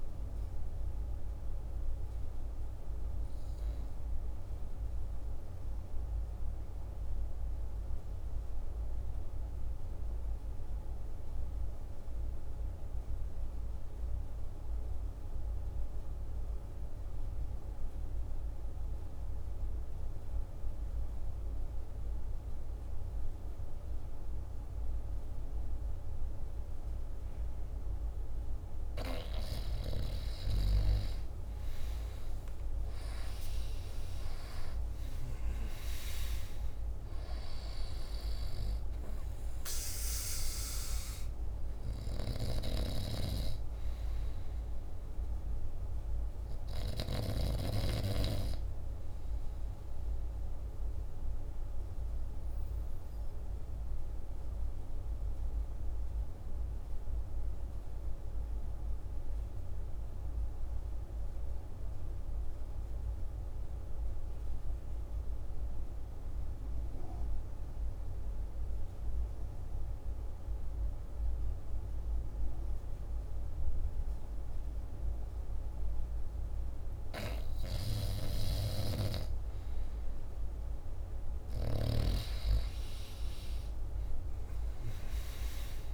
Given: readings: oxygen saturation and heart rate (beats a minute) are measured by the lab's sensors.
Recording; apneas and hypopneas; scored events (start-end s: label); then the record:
breathing in sleep by a room microphone; 2
0.00-6.50 s: oxygen desaturation (device-marked, oxygen 82% lowest, heart rate 47 extreme)
0.50-29.00 s: mixed apnea (oxygen 96% before, 82% lowest, heart rate 57 before, 48 extreme, up 14 after)
24.50-60.50 s: oxygen desaturation (device-marked, oxygen 98% before, 83% lowest, heart rate 50 before, 48 extreme)
30.50-33.50 s: arousal
52.00-76.50 s: central apnea (oxygen 97% before, 83% lowest, heart rate 58 before, 49 extreme, up 10 after)
76.50-85.94 s: oxygen desaturation (device-marked, oxygen 99% before, 86% lowest, heart rate 50 before, 48 extreme)
78.50-82.50 s: arousal
From the record:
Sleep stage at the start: N2 (light sleep); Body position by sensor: on the back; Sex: male